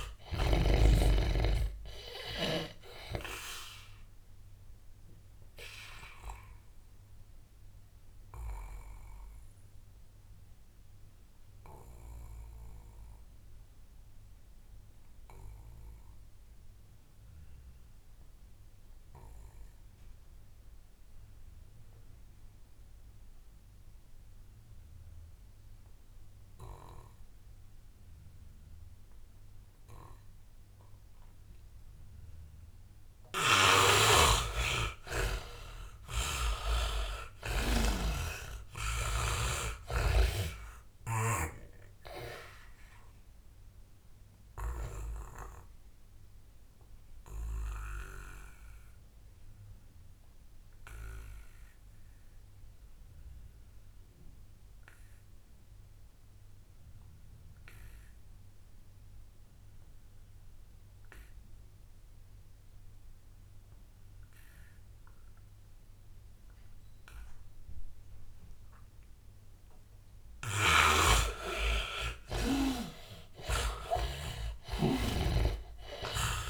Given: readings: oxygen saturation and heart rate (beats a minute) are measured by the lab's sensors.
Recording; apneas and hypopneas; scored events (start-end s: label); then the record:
breathing in sleep by a room microphone; 2
0.00-1.00 s: snoring (device-marked)
0.00-19.50 s: oxygen desaturation (device-marked, oxygen 76% lowest, heart rate 76 extreme)
4.50-33.00 s: obstructive apnea (oxygen 99% before, 74% lowest, heart rate 84 before, 76 extreme, up 17 after)
33.50-58.50 s: oxygen desaturation (device-marked, oxygen 98% before, 78% lowest, heart rate 79 before, 76 extreme)
35.50-39.50 s: arousal
36.00-39.50 s: snoring (device-marked)
43.00-70.50 s: obstructive apnea (oxygen 99% before, 74% lowest, heart rate 82 before, 73 extreme, up 16 after)
60.50-76.50 s: oxygen desaturation (device-marked, oxygen 99% before, 74% lowest, heart rate 85 before, 73 extreme)
70.50-74.50 s: snoring (device-marked)
73.00-76.50 s: arousal
From the record:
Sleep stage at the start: N2 (light sleep); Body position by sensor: on the back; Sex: male